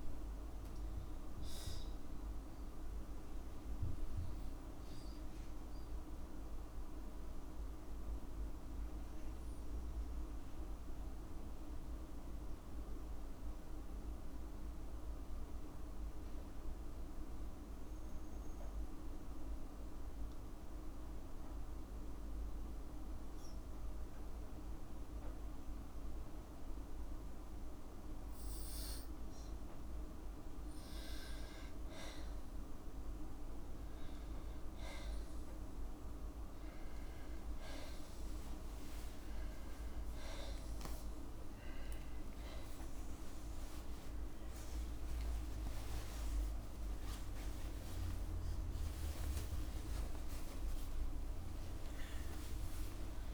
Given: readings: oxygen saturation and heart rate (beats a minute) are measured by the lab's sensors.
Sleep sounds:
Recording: breathing in sleep, hard to hear, by a room microphone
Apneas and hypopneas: 1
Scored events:
7.00-28.00 s: obstructive apnea (oxygen 99% before, 93% lowest, heart rate 66 before, 56 extreme, up 2 after)
12.00-23.00 s: oxygen desaturation (device-marked, oxygen 97% before, 93% lowest, heart rate 62 before, 57 extreme)
40.00-42.00 s: long interval between heartbeats (device-marked, heart rate 58 before, 70 extreme)
44.00-48.50 s: arousal
49.00-51.00 s: long interval between heartbeats (device-marked, heart rate 71 before, 85 extreme)
49.00-51.00 s: tachycardia (device-marked, heart rate 64 before, 90 extreme)
51.00-53.00 s: long interval between heartbeats (device-marked, heart rate 74 before, 99 extreme)
52.00-53.34 s: new sleep stage, N1 (lightest sleep)
52.00-53.34 s: tachycardia (device-marked, heart rate 65 before, 106 extreme)
From the record:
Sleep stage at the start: N2 (light sleep)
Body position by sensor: on the back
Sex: female

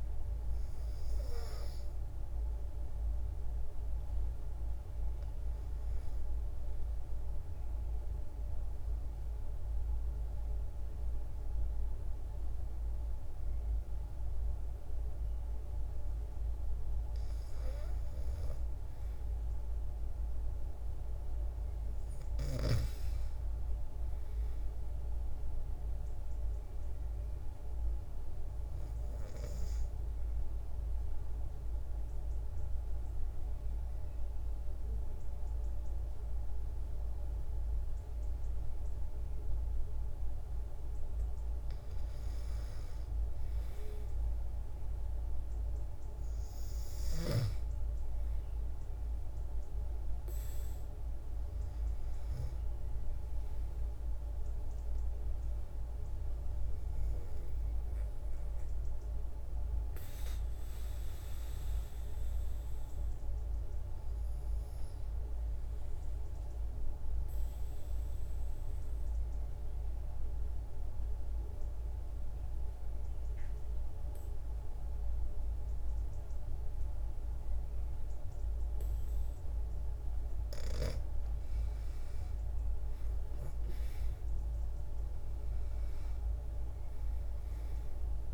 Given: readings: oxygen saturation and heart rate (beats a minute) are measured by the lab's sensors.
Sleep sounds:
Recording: breathing in sleep, hard to hear, by a room microphone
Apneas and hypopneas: 3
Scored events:
6.00-16.50 s: obstructive apnea (oxygen 95% before, 92% lowest, heart rate 131 before, 68 extreme)
17.50-21.00 s: arousal
24.50-40.50 s: obstructive apnea (oxygen 96% before, 90% lowest, heart rate 113 before, 47 extreme, up 29 after)
42.00-46.50 s: arousal
48.50-62.50 s: oxygen desaturation (device-marked, oxygen 96% before, 92% lowest, heart rate 92 before, 67 extreme)
57.50-79.50 s: obstructive apnea (oxygen 96% before, 90% lowest, heart rate 96 before, 56 extreme)
80.50-88.34 s: oxygen desaturation (device-marked, oxygen 97% before, 90% lowest, heart rate 115 before, 50 extreme)
81.00-85.00 s: arousal
From the record:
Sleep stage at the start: N2 (light sleep)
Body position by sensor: on the back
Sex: female

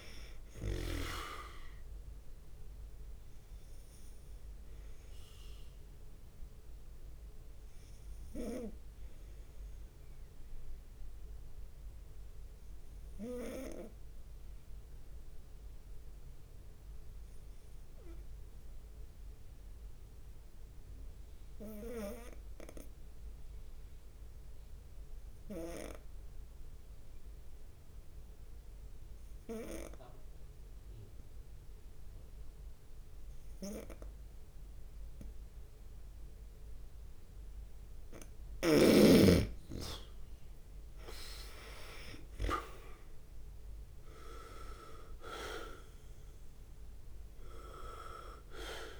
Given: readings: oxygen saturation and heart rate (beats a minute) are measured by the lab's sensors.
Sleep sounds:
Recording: breathing in sleep by a room microphone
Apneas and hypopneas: 1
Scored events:
0.00-1.50 s: snoring (device-marked)
0.00-2.00 s: leg movement (device-marked)
0.00-17.50 s: oxygen desaturation (device-marked, oxygen 94% lowest, heart rate 64 extreme)
4.00-7.50 s: leg movement (device-marked)
5.50-37.50 s: obstructive apnea (oxygen 98% before, 89% lowest, heart rate 73 before, 64 extreme, up 4 after)
31.50-48.99 s: oxygen desaturation (device-marked, oxygen 98% before, 89% lowest, heart rate 66 before, 62 extreme)
33.00-34.00 s: leg movement (device-marked)
37.50-41.00 s: leg movement (device-marked)
40.50-44.50 s: arousal
41.00-44.00 s: leg movement (device-marked)
41.50-48.99 s: drop in pulse transit time (device-marked, heart rate 67 before, 67 extreme)
45.00-47.50 s: leg movement (device-marked)
From the record:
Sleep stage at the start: N2 (light sleep)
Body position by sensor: on the right side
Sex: male

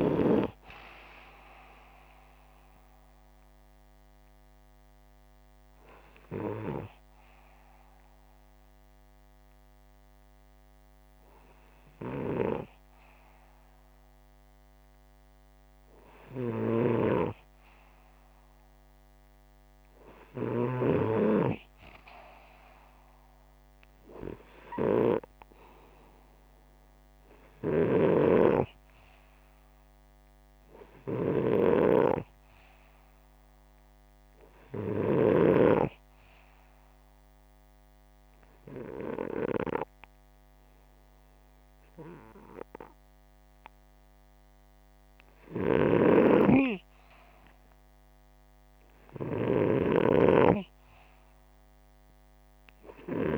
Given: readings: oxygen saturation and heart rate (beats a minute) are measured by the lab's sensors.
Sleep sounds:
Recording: breathing in sleep by a microphone on the trachea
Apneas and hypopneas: 1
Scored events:
14.50-34.50 s: oxygen desaturation (device-marked, oxygen 90% before, 84% lowest, heart rate 71 before, 60 extreme)
35.00-47.50 s: hypopnea (oxygen 97% before, 90% lowest, heart rate 67 before, 61 extreme, up 6 after)
45.00-53.38 s: snoring (device-marked)
49.50-52.50 s: arousal
49.50-53.38 s: oxygen desaturation (device-marked, oxygen 98% before, 93% lowest, heart rate 61 before, 64 extreme)
From the record:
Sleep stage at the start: N2 (light sleep)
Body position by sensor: upright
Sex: male

